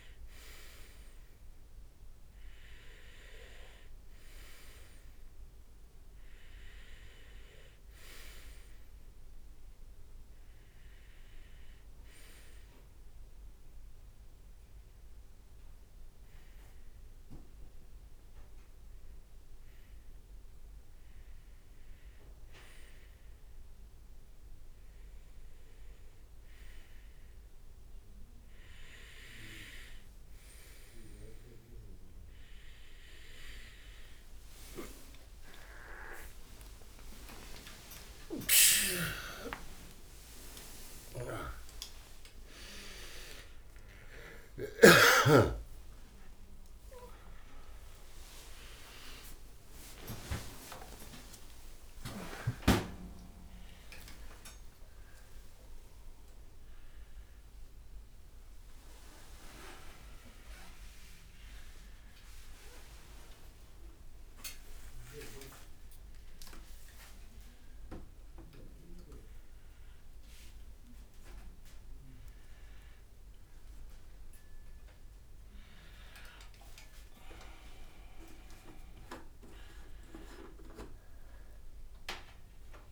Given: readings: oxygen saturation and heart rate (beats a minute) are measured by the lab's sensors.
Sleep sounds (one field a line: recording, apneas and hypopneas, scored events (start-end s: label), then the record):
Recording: a person awake in a sleep study, by a room microphone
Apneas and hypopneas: none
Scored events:
28.50-31.50 s: leg movement (device-marked)
34.00-82.92 s: new sleep stage, awake
From the record:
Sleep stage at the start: N2 (light sleep)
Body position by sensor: on the right side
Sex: male